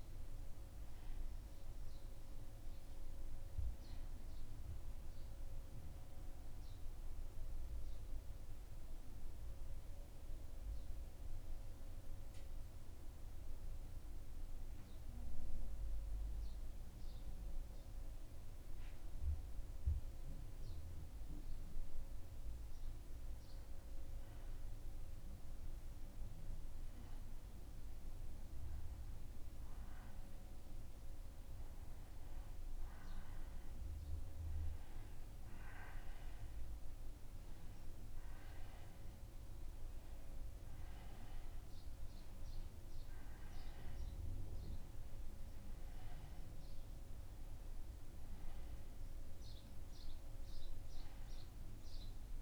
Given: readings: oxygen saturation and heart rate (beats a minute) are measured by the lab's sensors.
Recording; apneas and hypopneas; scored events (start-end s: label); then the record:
breathing in sleep, hard to hear, by a room microphone; 1
3.00-33.00 s: new sleep stage, N2 (light sleep)
7.50-22.50 s: central apnea (oxygen 97% before, 91% lowest, heart rate 84 before, 77 extreme, up 2 after)
12.00-30.00 s: oxygen desaturation (device-marked, oxygen 96% before, 91% lowest, heart rate 84 before, 77 extreme)
25.00-29.00 s: arousal
33.00-52.42 s: new sleep stage, N1 (lightest sleep)
From the record:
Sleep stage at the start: N1 (lightest sleep); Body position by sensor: on the back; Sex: male